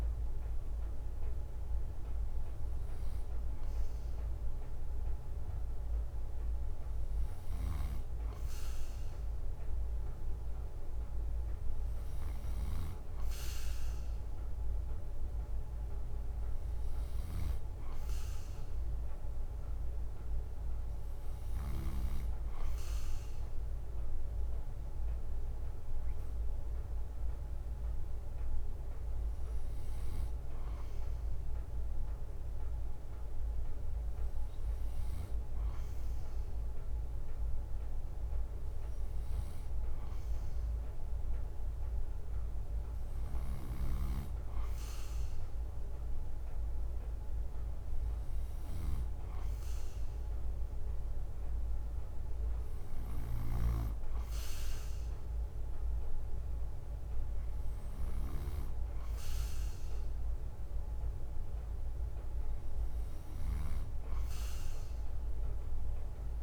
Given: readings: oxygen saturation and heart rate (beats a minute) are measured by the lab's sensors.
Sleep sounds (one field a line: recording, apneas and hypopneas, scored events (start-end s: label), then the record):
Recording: breathing in sleep, hard to hear, by a room microphone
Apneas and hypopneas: none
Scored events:
7.00-12.50 s: snoring (device-marked)
43.00-66.43 s: snoring (device-marked)
From the record:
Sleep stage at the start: N2 (light sleep)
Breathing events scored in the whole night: 77 in 4.9 hours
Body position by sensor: on the right side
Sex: male